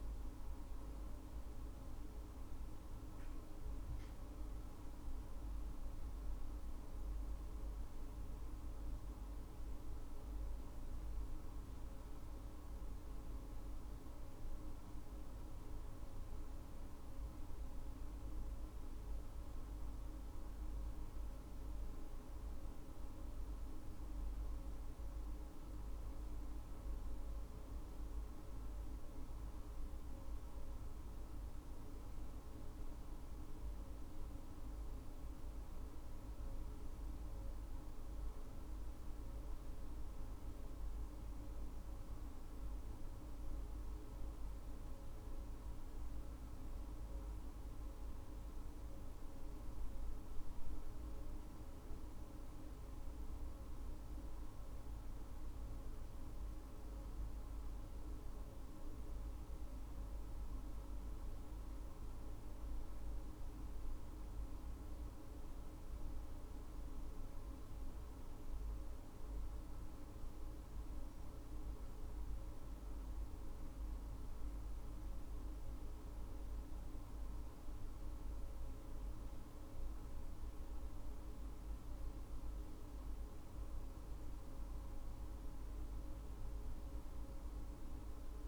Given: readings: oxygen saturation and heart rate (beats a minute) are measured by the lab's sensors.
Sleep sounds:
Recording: breathing in sleep, hard to hear, by a room microphone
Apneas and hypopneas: none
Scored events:
7.00-88.48 s: new sleep stage, N2 (light sleep)
From the record:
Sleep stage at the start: N1 (lightest sleep)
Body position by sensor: on the left side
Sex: female

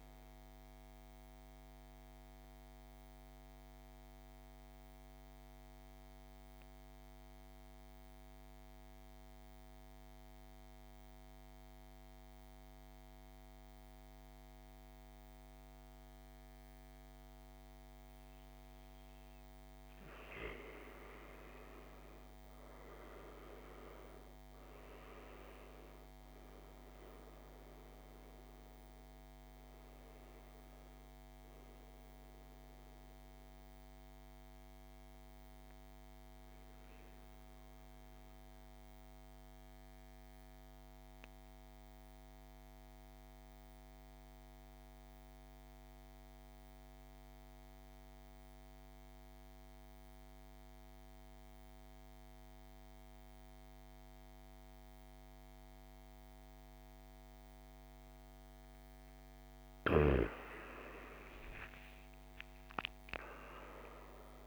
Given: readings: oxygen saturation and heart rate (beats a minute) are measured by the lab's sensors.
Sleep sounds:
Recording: breathing in sleep by a microphone on the trachea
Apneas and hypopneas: 2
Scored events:
0.00-15.50 s: oxygen desaturation (device-marked, oxygen 92% lowest, heart rate 50 extreme)
0.50-18.50 s: central apnea (oxygen 98% before, 88% lowest, heart rate 59 before, 50 extreme, up 10 after)
20.50-24.50 s: arousal
24.50-49.50 s: oxygen desaturation (device-marked, oxygen 98% before, 88% lowest, heart rate 53 before, 50 extreme)
36.00-58.00 s: mixed apnea (oxygen 98% before, 88% lowest, heart rate 59 before, 50 extreme, up 15 after)
60.50-64.47 s: arousal
From the record:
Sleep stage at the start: N2 (light sleep)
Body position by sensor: on the back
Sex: male

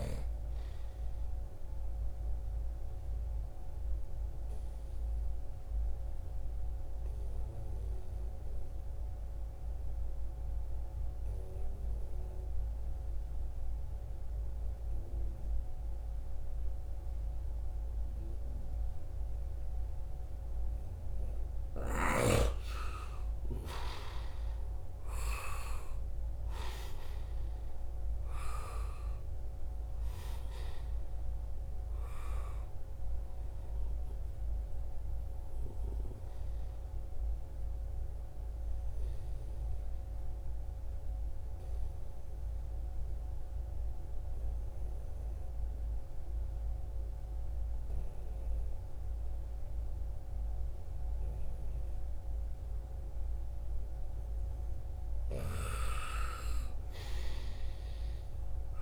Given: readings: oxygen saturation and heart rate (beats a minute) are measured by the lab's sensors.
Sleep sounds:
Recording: breathing in sleep by a room microphone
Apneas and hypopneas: 2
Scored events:
1.00-20.50 s: obstructive apnea (oxygen 96% before, 90% lowest, heart rate 74 before, 71 extreme, up 6 after)
22.50-27.50 s: arousal
23.00-45.00 s: oxygen desaturation (device-marked, oxygen 95% before, 90% lowest, heart rate 73 before, 68 extreme)
35.00-54.50 s: obstructive apnea (oxygen 95% before, 88% lowest, heart rate 75 before, 68 extreme, up 5 after)
55.50-58.82 s: arousal
From the record:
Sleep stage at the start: N2 (light sleep)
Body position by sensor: on the right side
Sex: male

